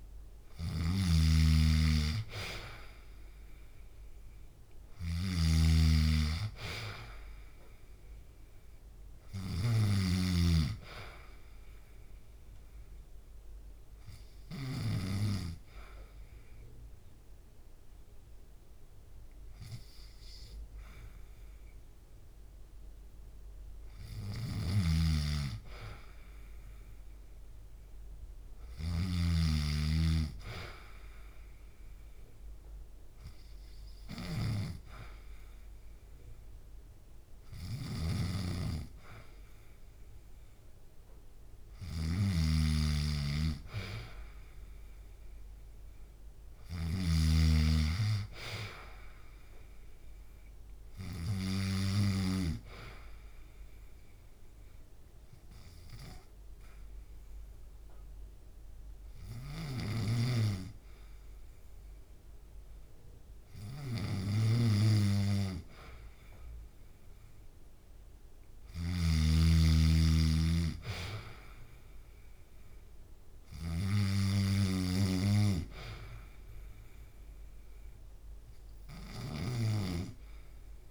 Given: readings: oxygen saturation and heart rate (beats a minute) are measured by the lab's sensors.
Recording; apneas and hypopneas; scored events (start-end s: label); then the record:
breathing in sleep by a room microphone; 2
0.00-15.00 s: snoring (device-marked)
2.50-6.00 s: arousal
12.00-24.00 s: hypopnea (oxygen 96% before, 92% lowest, heart rate 69 before, 65 extreme, up 2 after)
24.00-29.00 s: snoring (device-marked)
27.00-31.50 s: arousal
37.50-52.00 s: snoring (device-marked)
53.00-66.00 s: hypopnea (oxygen 97% before, 91% lowest, heart rate 69 before, 65 extreme, up 1 after)
59.50-80.91 s: snoring (device-marked)
69.00-73.00 s: arousal
73.50-80.91 s: oxygen desaturation (device-marked, oxygen 97% before, 91% lowest, heart rate 67 before, 66 extreme)
From the record:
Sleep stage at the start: N2 (light sleep); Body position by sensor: on the back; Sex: male